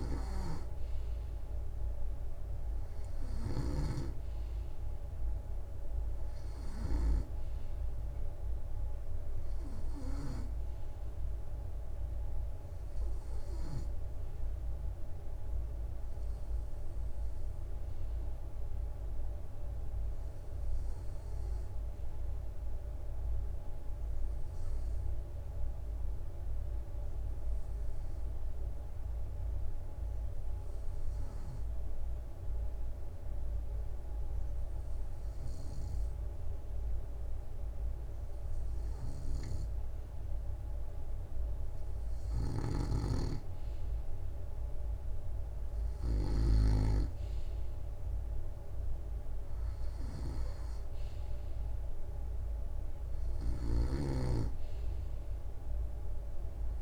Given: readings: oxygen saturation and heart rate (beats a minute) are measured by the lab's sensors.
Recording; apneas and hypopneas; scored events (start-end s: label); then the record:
breathing in sleep by a room microphone; 1
0.00-7.00 s: snoring (device-marked)
27.50-39.00 s: hypopnea (oxygen 94% before, 93% lowest, heart rate 67 before, 65 extreme, up 2 after)
35.00-53.50 s: snoring (device-marked)
40.50-44.00 s: arousal
From the record:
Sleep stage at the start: N3 (deep sleep); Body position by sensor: on the right side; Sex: male